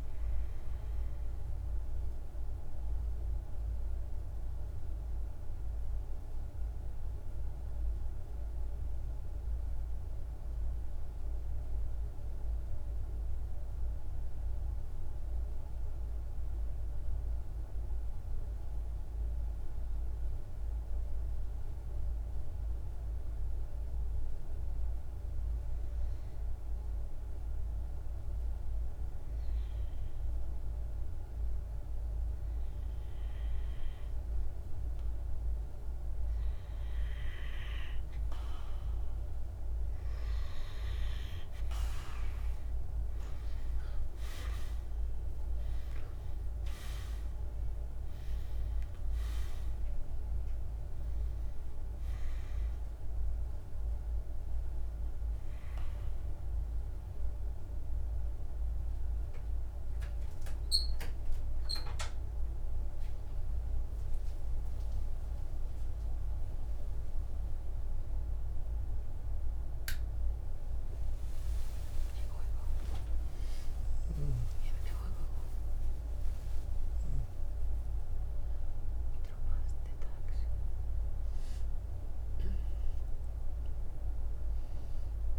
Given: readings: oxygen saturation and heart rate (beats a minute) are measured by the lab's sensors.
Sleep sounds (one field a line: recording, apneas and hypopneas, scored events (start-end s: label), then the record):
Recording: breathing in sleep, hard to hear, by a room microphone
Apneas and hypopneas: 1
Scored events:
0.00-7.50 s: oxygen desaturation (device-marked, oxygen 89% lowest, heart rate 50 extreme)
4.00-38.50 s: mixed apnea (oxygen 97% before, 89% lowest, heart rate 55 before, 50 extreme, up 6 after)
22.50-65.50 s: oxygen desaturation (device-marked, oxygen 99% before, 89% lowest, heart rate 51 before, 50 extreme)
38.50-42.50 s: arousal
38.50-85.39 s: new sleep stage, N1 (lightest sleep)
70.50-75.50 s: arousal
From the record:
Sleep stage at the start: N2 (light sleep)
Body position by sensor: on the right side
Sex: male